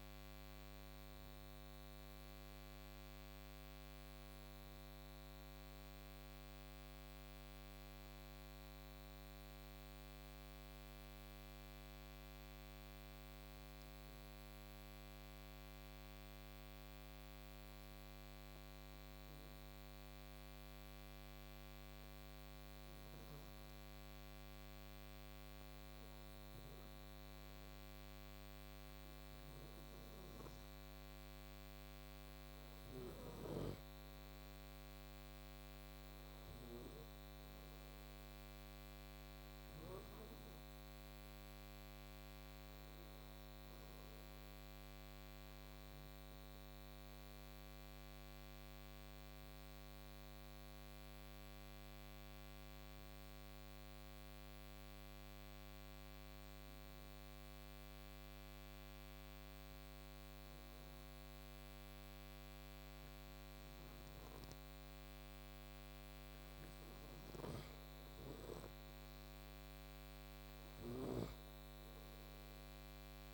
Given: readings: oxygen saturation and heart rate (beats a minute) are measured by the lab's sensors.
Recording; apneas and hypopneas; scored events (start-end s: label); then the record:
breathing in sleep, hard to hear, by a microphone on the trachea; 2
0.00-3.00 s: oxygen desaturation (device-marked, oxygen 93% lowest, heart rate 56 extreme)
1.00-25.00 s: obstructive apnea (oxygen 98% before, 90% lowest, heart rate 63 before, 56 extreme, up 2 after)
28.00-32.00 s: arousal
30.00-54.00 s: oxygen desaturation (device-marked, oxygen 97% before, 91% lowest, heart rate 60 before, 59 extreme)
45.50-64.00 s: obstructive apnea (oxygen 97% before, 90% lowest, heart rate 62 before, 55 extreme, up 7 after)
66.50-70.50 s: snoring (device-marked)
67.50-71.50 s: arousal
69.00-73.34 s: oxygen desaturation (device-marked, oxygen 96% before, 90% lowest, heart rate 62 before, 55 extreme)
From the record:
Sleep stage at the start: N2 (light sleep); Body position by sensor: on the right side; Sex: male